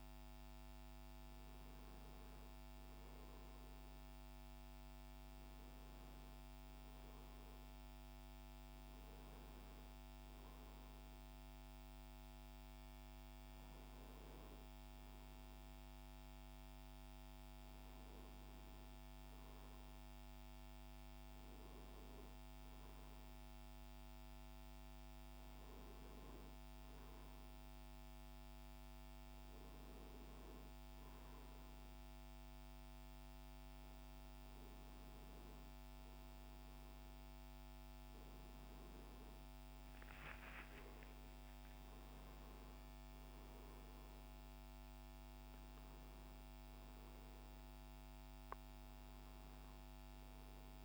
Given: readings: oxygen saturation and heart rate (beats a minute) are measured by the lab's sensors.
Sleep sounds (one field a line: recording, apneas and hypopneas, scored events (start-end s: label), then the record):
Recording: breathing in sleep, hard to hear, by a microphone on the trachea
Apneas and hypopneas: none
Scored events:
40.50-45.50 s: arousal
46.00-50.85 s: new sleep stage, N2 (light sleep)
From the record:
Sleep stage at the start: N1 (lightest sleep)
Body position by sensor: on the right side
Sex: male